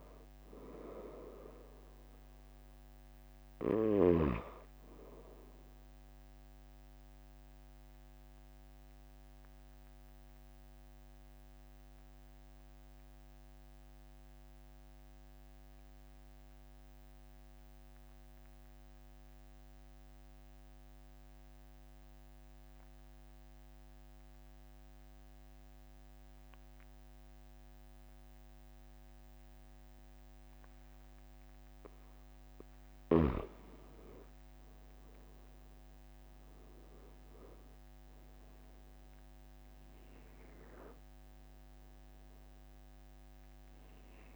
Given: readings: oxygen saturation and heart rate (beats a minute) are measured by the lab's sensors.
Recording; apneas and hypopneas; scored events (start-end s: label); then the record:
breathing in sleep by a microphone on the trachea; 1
6.50-31.50 s: obstructive apnea (oxygen 97% before, 91% lowest, heart rate 45 before, 42 extreme, up 3 after)
34.00-38.00 s: arousal
36.50-44.36 s: oxygen desaturation (device-marked, oxygen 97% before, 91% lowest, heart rate 44 before, 43 extreme)
37.50-44.36 s: new sleep stage, N1 (lightest sleep)
From the record:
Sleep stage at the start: N2 (light sleep); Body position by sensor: on the back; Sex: male